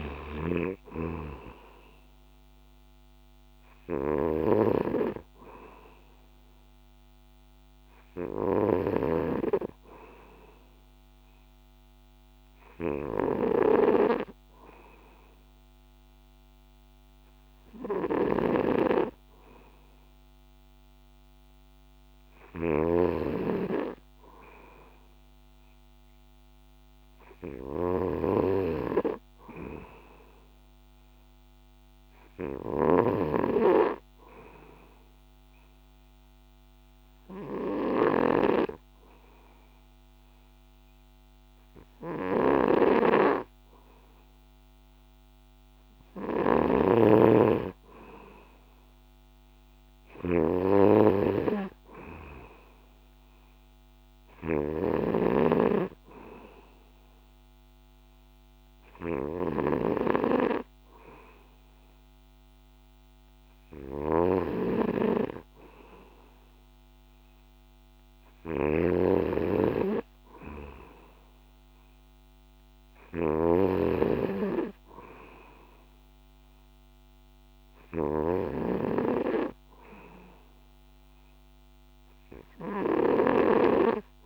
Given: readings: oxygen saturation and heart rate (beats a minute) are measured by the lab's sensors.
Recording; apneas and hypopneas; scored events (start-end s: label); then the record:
breathing in sleep by a microphone on the trachea; 1
0.00-9.00 s: snoring (device-marked)
18.00-78.50 s: snoring (device-marked)
32.00-44.50 s: hypopnea (oxygen 97% before, 93% lowest, heart rate 63 before, 63 extreme, up 1 after)
46.50-50.00 s: arousal
From the record:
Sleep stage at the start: N2 (light sleep); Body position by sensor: on the back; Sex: male